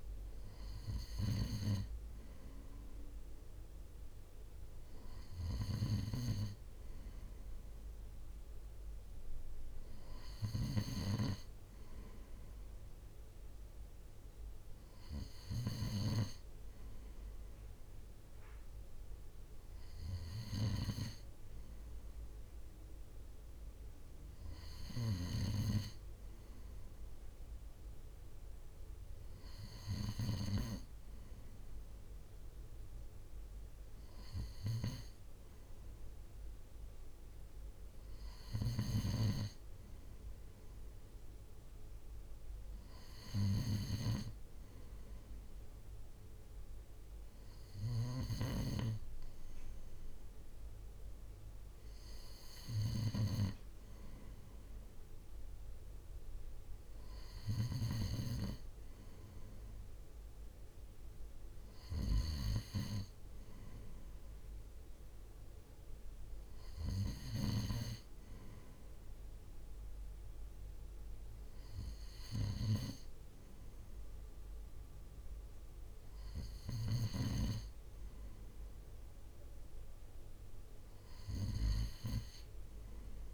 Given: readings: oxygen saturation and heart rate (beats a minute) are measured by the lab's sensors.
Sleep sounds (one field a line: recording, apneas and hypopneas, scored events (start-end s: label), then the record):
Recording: breathing in sleep by a room microphone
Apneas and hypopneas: none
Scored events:
35.50-37.50 s: long interval between heartbeats (device-marked, heart rate 62 before, 66 extreme)
From the record:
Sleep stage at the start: N2 (light sleep)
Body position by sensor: on the right side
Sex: male